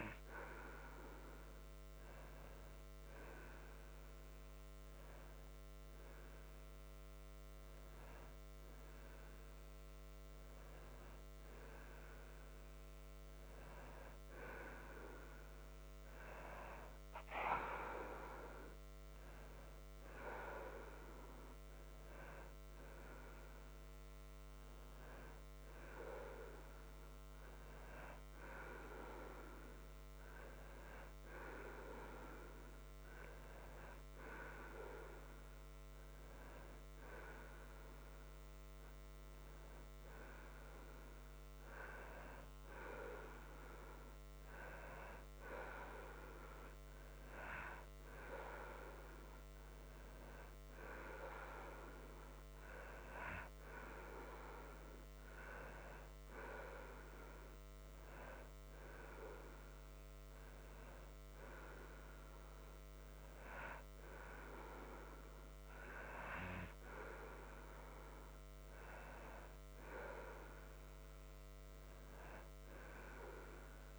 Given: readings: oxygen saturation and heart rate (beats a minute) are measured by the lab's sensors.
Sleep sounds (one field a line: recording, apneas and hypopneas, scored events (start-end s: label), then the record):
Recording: breathing in sleep by a microphone on the trachea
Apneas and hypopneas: none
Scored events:
none scored
From the record:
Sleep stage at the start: N2 (light sleep)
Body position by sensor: on the right side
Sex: male